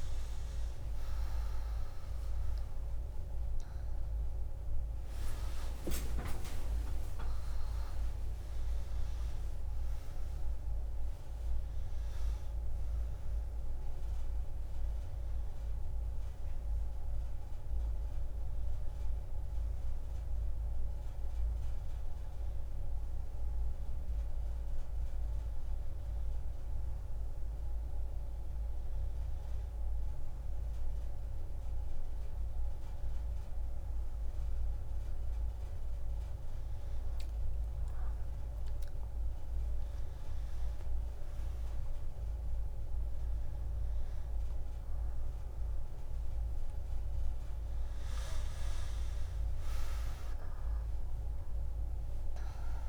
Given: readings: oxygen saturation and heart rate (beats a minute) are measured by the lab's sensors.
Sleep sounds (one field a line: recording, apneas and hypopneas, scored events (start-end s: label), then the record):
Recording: a person partly awake in a sleep study, by a room microphone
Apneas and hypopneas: none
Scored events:
0.00-10.00 s: oxygen desaturation (device-marked, oxygen 89% lowest)
12.00-52.89 s: new sleep stage, N1 (lightest sleep)
35.00-52.89 s: oxygen desaturation (device-marked, oxygen 98% before, 94% lowest)
43.00-48.00 s: arousal
From the record:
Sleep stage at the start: awake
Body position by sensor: on the right side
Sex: female